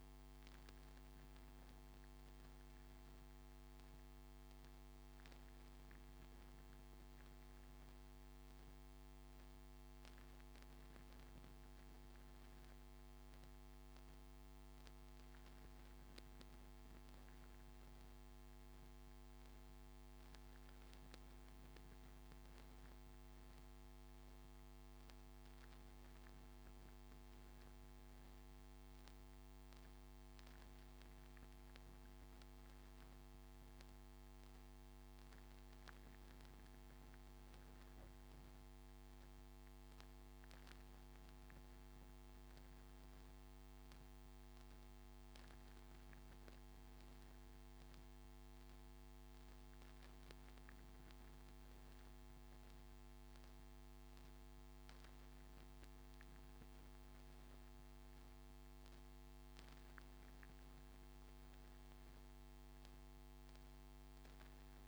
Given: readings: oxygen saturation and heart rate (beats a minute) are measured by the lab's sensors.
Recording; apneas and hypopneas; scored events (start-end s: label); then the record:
breathing in sleep, hard to hear, by a microphone on the trachea; none
none scored
From the record:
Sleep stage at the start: N3 (deep sleep); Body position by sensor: on the front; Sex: male